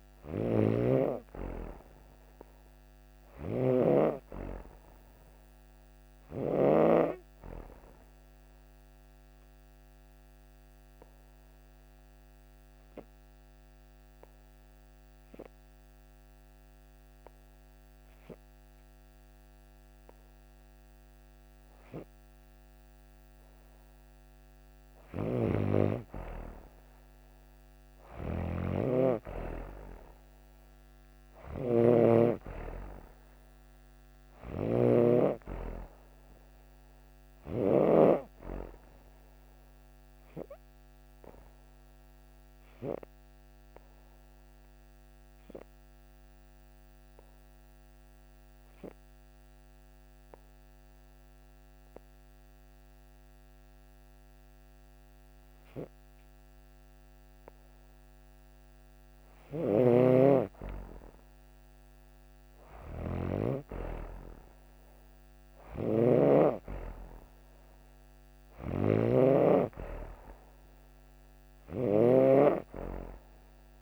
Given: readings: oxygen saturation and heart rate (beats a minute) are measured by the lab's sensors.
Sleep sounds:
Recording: breathing in sleep by a microphone on the trachea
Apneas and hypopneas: 2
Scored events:
0.00-6.50 s: snoring (device-marked)
7.50-23.00 s: obstructive apnea (oxygen 96% before, 91% lowest)
11.50-23.50 s: oxygen desaturation (device-marked, oxygen 96% before, 93% lowest)
24.50-37.50 s: snoring (device-marked)
26.00-30.50 s: arousal
42.00-58.00 s: obstructive apnea (oxygen 95% before, 90% lowest)
44.50-61.50 s: oxygen desaturation (device-marked, oxygen 95% before, 91% lowest)
59.00-72.00 s: snoring (device-marked)
59.50-64.50 s: arousal
From the record:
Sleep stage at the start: N2 (light sleep)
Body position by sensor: on the back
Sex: female

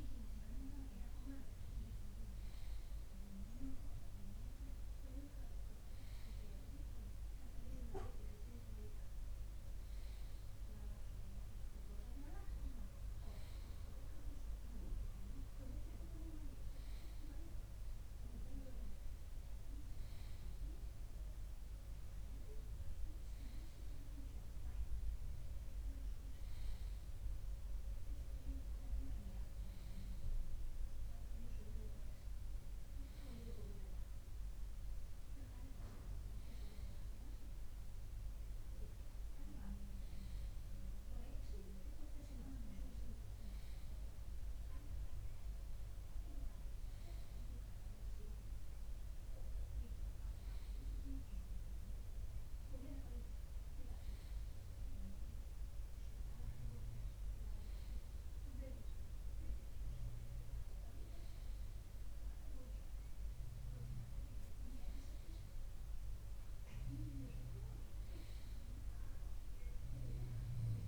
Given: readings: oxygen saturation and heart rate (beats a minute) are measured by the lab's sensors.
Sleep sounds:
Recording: breathing in sleep by a room microphone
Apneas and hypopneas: none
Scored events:
none scored
From the record:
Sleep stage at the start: N2 (light sleep)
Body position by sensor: on the left side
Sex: male

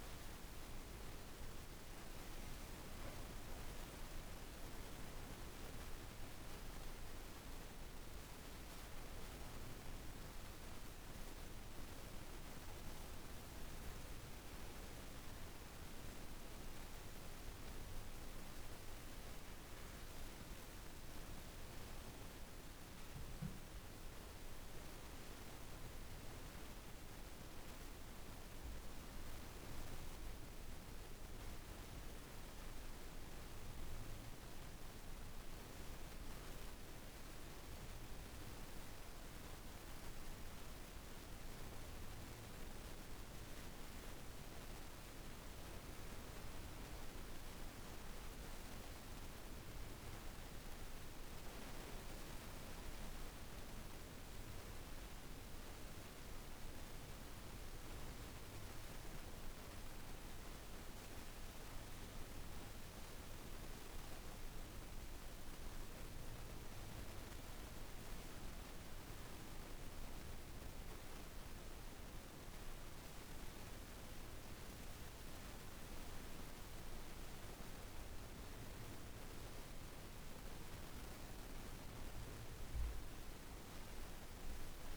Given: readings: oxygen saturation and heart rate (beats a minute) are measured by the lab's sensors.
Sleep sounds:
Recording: a person awake in a sleep study, hard to hear, by a room microphone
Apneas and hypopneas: none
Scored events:
79.00-84.97 s: oxygen desaturation (device-marked, oxygen 96% before, 92% lowest, heart rate 41 before, 35 extreme)
From the record:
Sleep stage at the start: awake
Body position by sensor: on the back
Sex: female

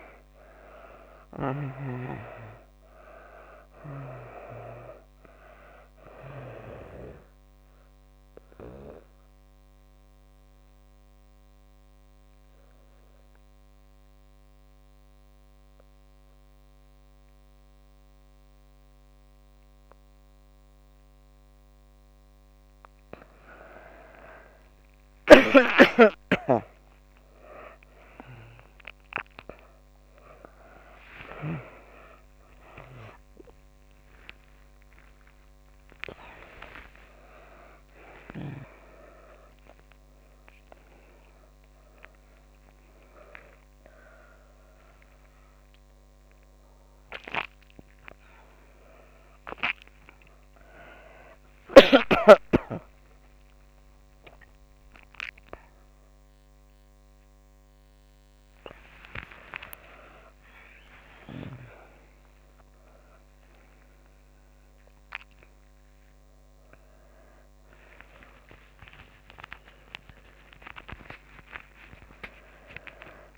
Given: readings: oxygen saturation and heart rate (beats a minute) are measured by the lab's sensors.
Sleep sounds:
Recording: a person awake in a sleep study, by a microphone on the trachea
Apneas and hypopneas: 1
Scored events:
0.00-3.00 s: arousal
0.00-25.50 s: oxygen desaturation (device-marked, oxygen 74% lowest)
8.50-22.00 s: obstructive apnea (oxygen 97% before, 74% lowest)
24.50-73.37 s: new sleep stage, awake
From the record:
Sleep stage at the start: N2 (light sleep)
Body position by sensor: on the back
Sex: female

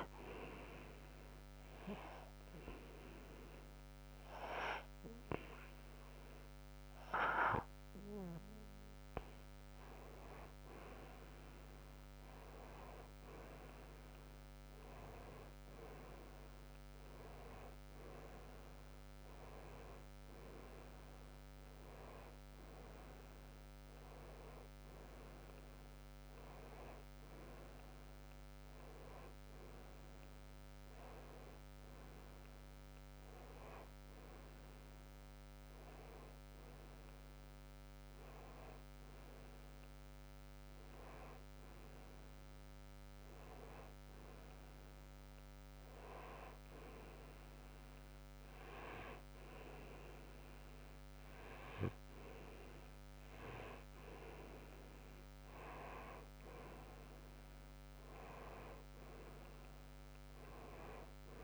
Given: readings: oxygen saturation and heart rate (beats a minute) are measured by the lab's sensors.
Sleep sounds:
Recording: breathing in sleep by a microphone on the trachea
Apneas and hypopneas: 2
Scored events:
0.50-10.50 s: obstructive apnea (oxygen 93% before, 90% lowest, heart rate 68 before, 64 extreme, up 4 after)
14.50-18.00 s: arousal
45.00-56.50 s: obstructive apnea (oxygen 93% before, 90% lowest, heart rate 66 before, 63 extreme, up 7 after)
60.00-61.44 s: arousal
From the record:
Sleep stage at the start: N2 (light sleep)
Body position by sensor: on the right side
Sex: male

